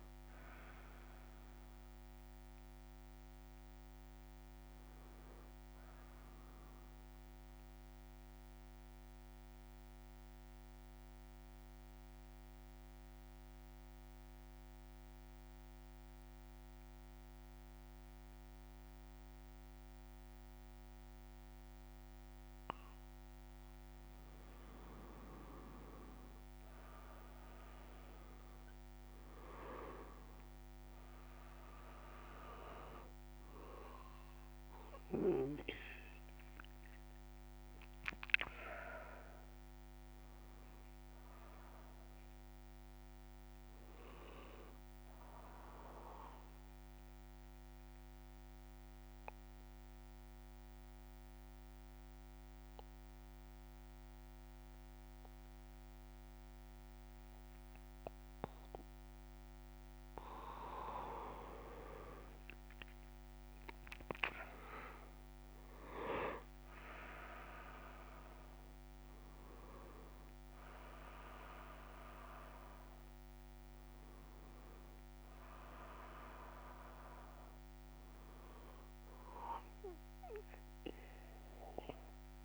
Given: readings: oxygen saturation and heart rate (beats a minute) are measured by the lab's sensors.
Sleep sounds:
breathing in sleep by a microphone on the trachea; 2
0.00-11.00 s: oxygen desaturation (device-marked, oxygen 93% lowest, heart rate 60 extreme)
7.00-23.00 s: central apnea (oxygen 98% before, 93% lowest, heart rate 69 before, 64 extreme)
21.00-82.44 s: new sleep stage, N2 (light sleep)
39.00-51.00 s: oxygen desaturation (device-marked, oxygen 100% before, 94% lowest)
48.00-60.50 s: obstructive apnea (oxygen 100% before, 93% lowest)
68.00-82.44 s: oxygen desaturation (device-marked, oxygen 99% before, 93% lowest, heart rate 98 before, 30 extreme)
From the record:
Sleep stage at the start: N1 (lightest sleep); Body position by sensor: on the back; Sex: male

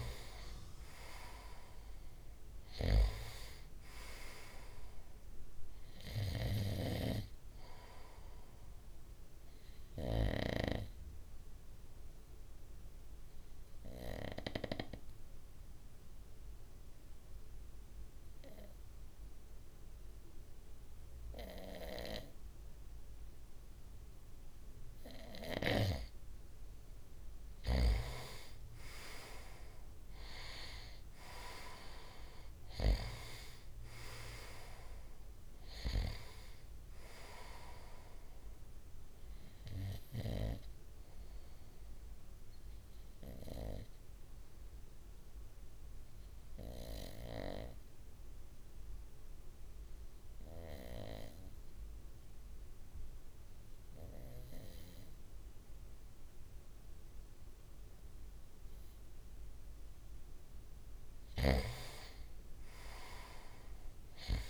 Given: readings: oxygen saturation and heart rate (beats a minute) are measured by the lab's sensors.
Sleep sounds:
breathing in sleep by a room microphone; 2
0.00-2.50 s: arousal
10.00-25.50 s: obstructive apnea (oxygen 96% before, 93% lowest, heart rate 63 before, 60 extreme, up 4 after)
28.50-33.00 s: arousal
40.50-59.50 s: obstructive apnea (oxygen 96% before, 93% lowest, heart rate 63 before, 60 extreme, up 4 after)
61.50-64.50 s: arousal
63.50-64.50 s: oxygen desaturation (device-marked, oxygen 97% before, 93% lowest, heart rate 61 before, 57 extreme)
From the record:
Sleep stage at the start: N2 (light sleep); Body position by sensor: on the front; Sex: male

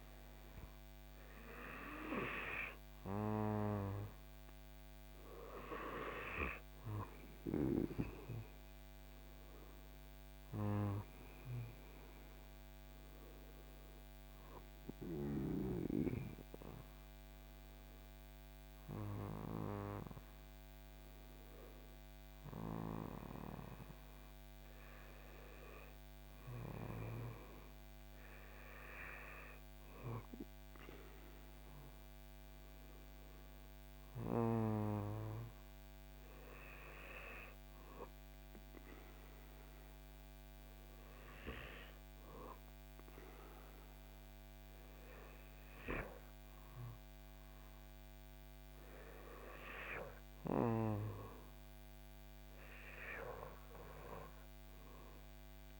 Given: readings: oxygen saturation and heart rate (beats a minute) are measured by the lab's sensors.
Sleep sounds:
breathing in sleep by a microphone on the trachea; none
11.50-18.50 s: oxygen desaturation (device-marked, oxygen 96% before, 93% lowest, heart rate 84 before, 72 extreme)
From the record:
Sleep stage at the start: N2 (light sleep); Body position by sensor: on the back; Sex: male

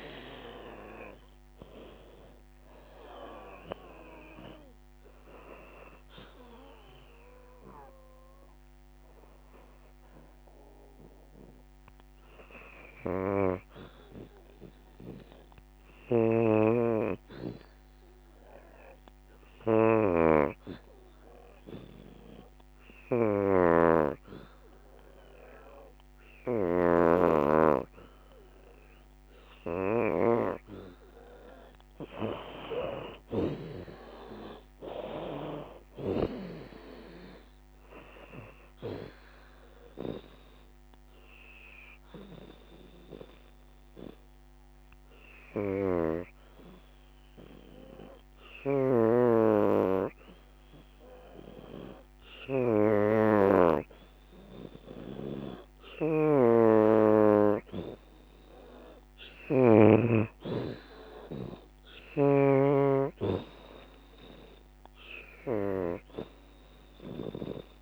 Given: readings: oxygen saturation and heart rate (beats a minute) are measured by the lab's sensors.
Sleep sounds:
breathing in sleep by a microphone on the trachea; 2
0.00-7.00 s: drop in pulse transit time (device-marked, heart rate 79 extreme)
0.00-18.00 s: oxygen desaturation (device-marked, oxygen 85% lowest, heart rate 73 extreme)
18.00-31.00 s: obstructive apnea (oxygen 94% before, 87% lowest, heart rate 81 before, 71 extreme, up 13 after)
28.00-52.00 s: oxygen desaturation (device-marked, oxygen 95% before, 87% lowest, heart rate 76 before, 71 extreme)
30.00-43.00 s: drop in pulse transit time (device-marked, heart rate 76 before, 75 extreme)
32.00-36.00 s: arousal
40.00-56.00 s: obstructive apnea (oxygen 95% before, 84% lowest, heart rate 78 before, 71 extreme, up 10 after)
58.00-62.00 s: arousal
59.00-67.82 s: oxygen desaturation (device-marked, oxygen 93% before, 87% lowest, heart rate 76 before, 74 extreme)
From the record:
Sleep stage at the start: N2 (light sleep); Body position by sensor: on the back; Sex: female

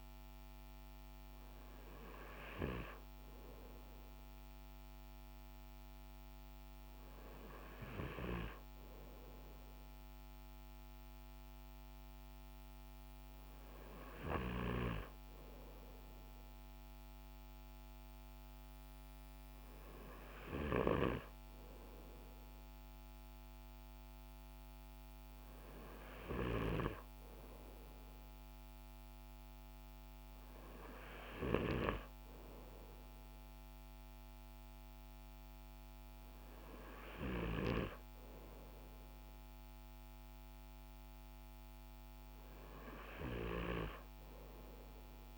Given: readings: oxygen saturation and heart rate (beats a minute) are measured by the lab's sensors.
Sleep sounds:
breathing in sleep by a microphone on the trachea; none
14.00-20.50 s: snoring (device-marked)
From the record:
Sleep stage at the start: N2 (light sleep); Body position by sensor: on the front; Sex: male

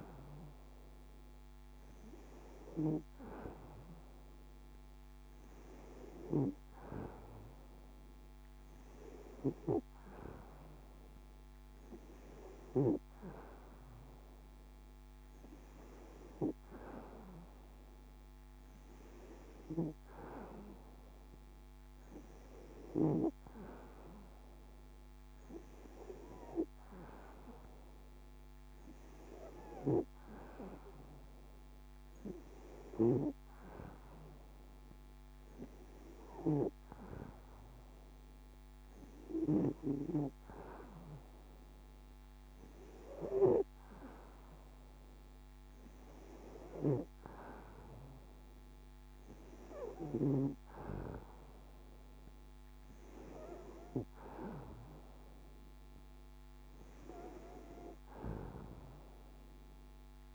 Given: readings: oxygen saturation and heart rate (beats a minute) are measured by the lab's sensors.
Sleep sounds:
breathing in sleep by a microphone on the trachea; none
none scored
From the record:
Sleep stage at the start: N2 (light sleep); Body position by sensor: on the back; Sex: female

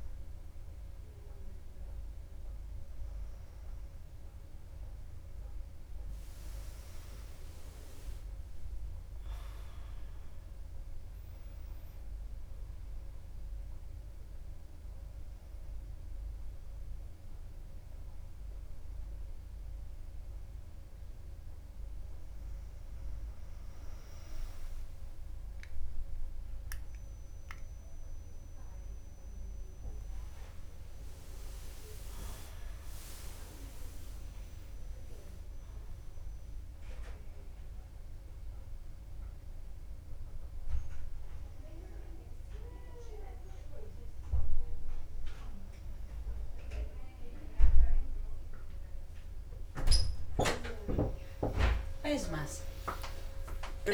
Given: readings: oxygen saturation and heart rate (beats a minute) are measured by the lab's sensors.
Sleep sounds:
a person partly awake in a sleep study, by a room microphone; none
35.50-53.94 s: new sleep stage, awake
From the record:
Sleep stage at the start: N2 (light sleep); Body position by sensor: on the back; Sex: female

